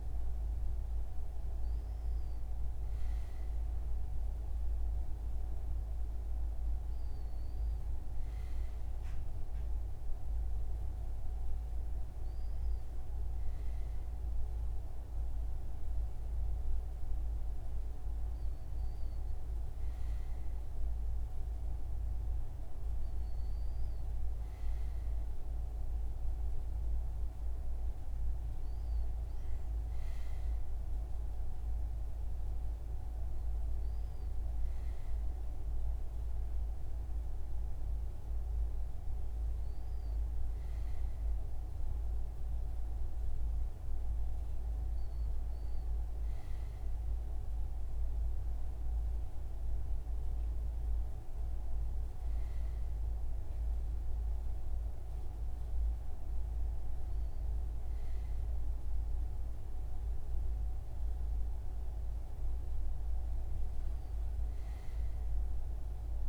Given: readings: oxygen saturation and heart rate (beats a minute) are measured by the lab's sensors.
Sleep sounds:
breathing in sleep, hard to hear, by a room microphone; none
none scored
From the record:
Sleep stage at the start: N2 (light sleep); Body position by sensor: on the front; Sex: male

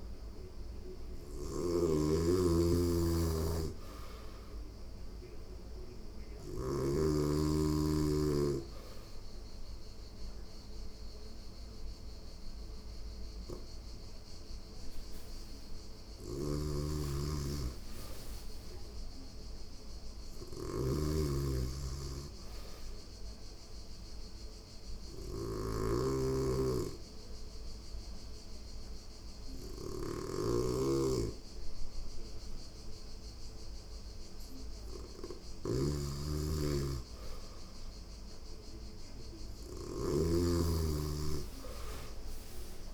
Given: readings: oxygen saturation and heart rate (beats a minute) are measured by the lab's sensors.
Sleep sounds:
breathing in sleep by a room microphone; 1
0.00-6.00 s: snoring (device-marked)
15.50-42.93 s: snoring (device-marked)
17.00-20.50 s: arousal
23.00-34.00 s: hypopnea (oxygen 95% before, 91% lowest, heart rate 90 before, 89 extreme, up 1 after)
36.00-39.50 s: arousal
From the record:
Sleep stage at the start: N2 (light sleep); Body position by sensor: on the back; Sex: female

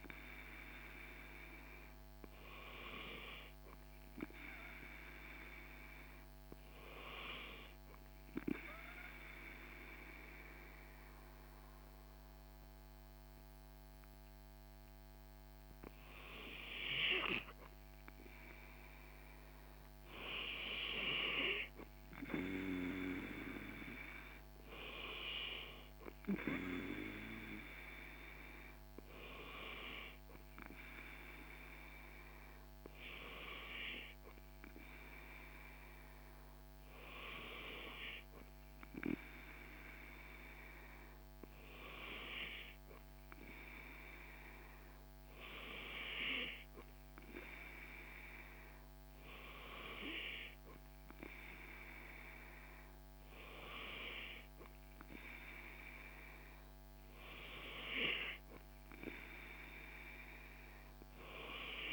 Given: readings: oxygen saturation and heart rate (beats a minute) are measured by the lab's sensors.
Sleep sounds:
breathing in sleep by a microphone on the trachea; 1
7.50-17.50 s: mixed apnea (oxygen 96% before, 92% lowest, heart rate 74 before, 71 extreme, up 4 after)
22.00-25.50 s: arousal
24.50-37.50 s: oxygen desaturation (device-marked, oxygen 95% before, 92% lowest, heart rate 77 before, 71 extreme)
From the record:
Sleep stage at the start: N2 (light sleep); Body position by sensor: on the back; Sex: male

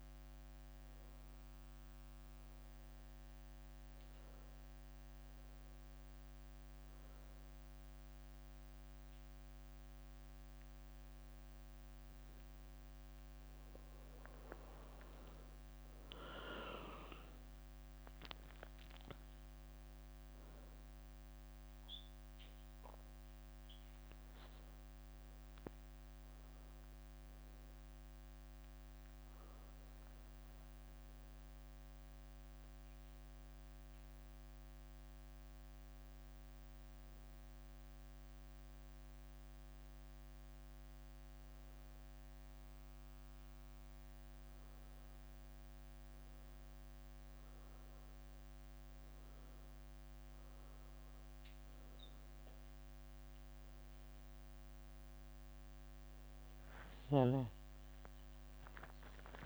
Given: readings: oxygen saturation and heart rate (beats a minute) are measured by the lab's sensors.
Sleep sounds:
a person awake in a sleep study, by a microphone on the trachea; 1
0.00-3.50 s: leg movement (device-marked)
8.50-10.50 s: long interval between heartbeats (device-marked, heart rate 73 before, 100 extreme)
9.50-17.50 s: tachycardia (device-marked, heart rate 74 before, 117 extreme)
13.00-17.00 s: leg movement (device-marked)
14.50-16.50 s: long interval between heartbeats (device-marked, heart rate 82 before, 113 extreme)
30.00-32.50 s: leg movement (device-marked)
38.50-49.00 s: hypopnea (oxygen 99% before, 94% lowest, heart rate 79 before, 69 extreme, up 5 after)
50.50-59.46 s: oxygen desaturation (device-marked, oxygen 99% before, 94% lowest, heart rate 72 before, 73 extreme)
56.50-59.46 s: tachycardia (device-marked, heart rate 75 before, 104 extreme)
57.00-59.46 s: leg movement (device-marked)
From the record:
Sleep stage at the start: awake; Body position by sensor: on the back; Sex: female

